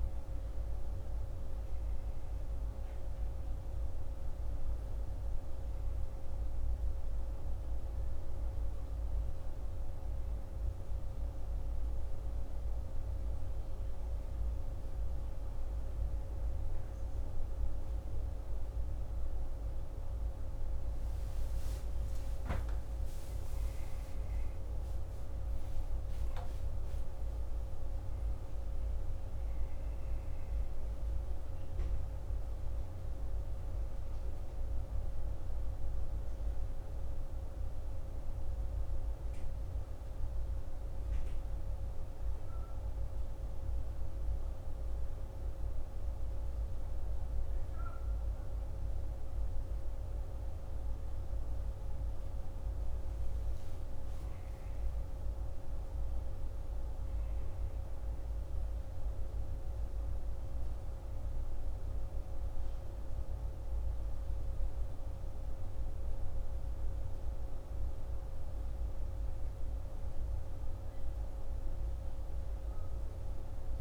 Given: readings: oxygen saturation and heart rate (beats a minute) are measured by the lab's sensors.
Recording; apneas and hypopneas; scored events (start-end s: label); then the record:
a person awake in a sleep study, hard to hear, by a room microphone; none
53.50-73.81 s: new sleep stage, N1 (lightest sleep)
From the record:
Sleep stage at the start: awake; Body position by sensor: on the back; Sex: male